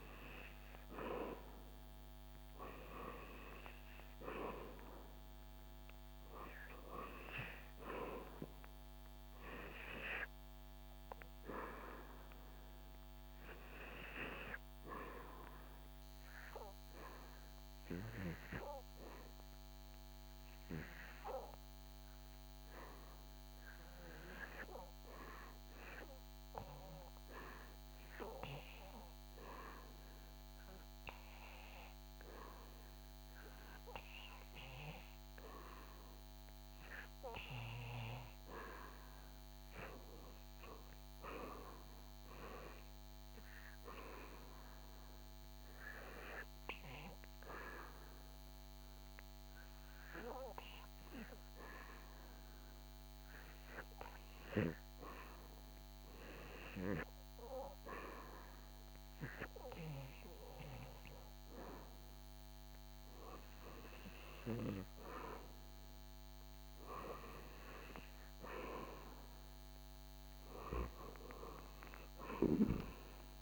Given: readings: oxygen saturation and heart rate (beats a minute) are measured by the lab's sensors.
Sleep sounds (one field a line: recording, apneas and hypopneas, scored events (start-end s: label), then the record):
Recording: breathing in sleep by a microphone on the trachea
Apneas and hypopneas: 1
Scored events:
0.00-4.50 s: arousal
16.00-37.50 s: hypopnea (oxygen 97% before, 93% lowest, heart rate 80 before, 72 extreme, up 7 after)
39.50-42.50 s: arousal
45.50-73.42 s: oxygen desaturation (device-marked, oxygen 99% before, 93% lowest, heart rate 76 before, 76 extreme)
From the record:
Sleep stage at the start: REM sleep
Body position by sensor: on the back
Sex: male